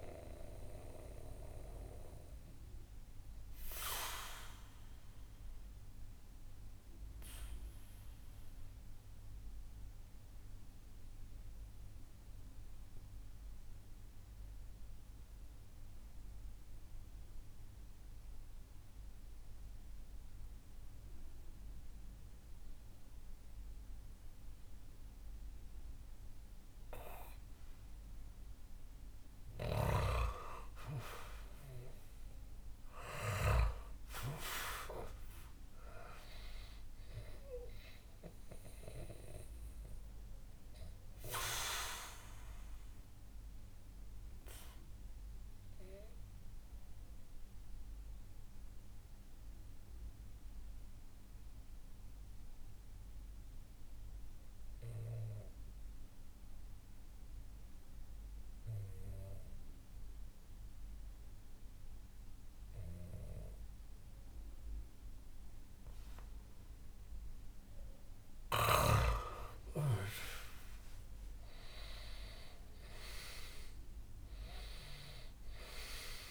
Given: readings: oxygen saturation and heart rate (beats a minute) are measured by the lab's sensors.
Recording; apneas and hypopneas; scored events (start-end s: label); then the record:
breathing in sleep by a room microphone; 2
0.00-18.00 s: oxygen desaturation (device-marked, oxygen 91% lowest, heart rate 61 extreme)
0.50-30.50 s: obstructive apnea (oxygen 98% before, 91% lowest, heart rate 67 before, 61 extreme, up 5 after)
29.00-33.00 s: snoring (device-marked)
33.00-36.00 s: arousal
33.00-58.00 s: oxygen desaturation (device-marked, oxygen 97% before, 92% lowest, heart rate 64 before, 61 extreme)
40.00-68.00 s: mixed apnea (oxygen 98% before, 92% lowest, heart rate 66 before, 61 extreme, up 10 after)
70.00-74.00 s: arousal
71.00-76.31 s: oxygen desaturation (device-marked, oxygen 98% before, 92% lowest, heart rate 64 before, 61 extreme)
From the record:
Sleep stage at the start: N2 (light sleep); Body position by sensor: on the back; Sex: male